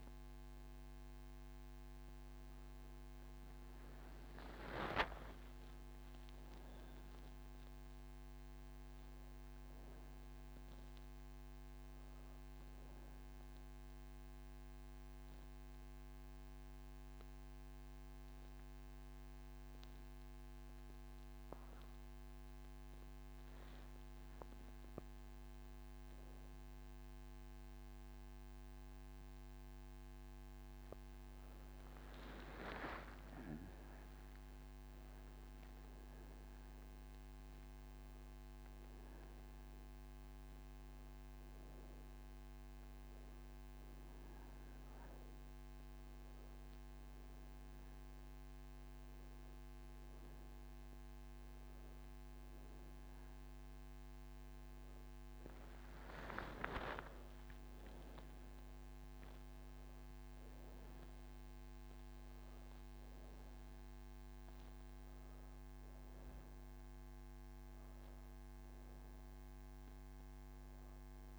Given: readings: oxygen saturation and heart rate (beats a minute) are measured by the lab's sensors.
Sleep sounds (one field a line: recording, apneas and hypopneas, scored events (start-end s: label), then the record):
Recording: breathing in sleep, hard to hear, by a microphone on the trachea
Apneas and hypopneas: none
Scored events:
0.00-7.00 s: oxygen desaturation (device-marked, oxygen 92% lowest)
From the record:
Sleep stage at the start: N2 (light sleep)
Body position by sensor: on the back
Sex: female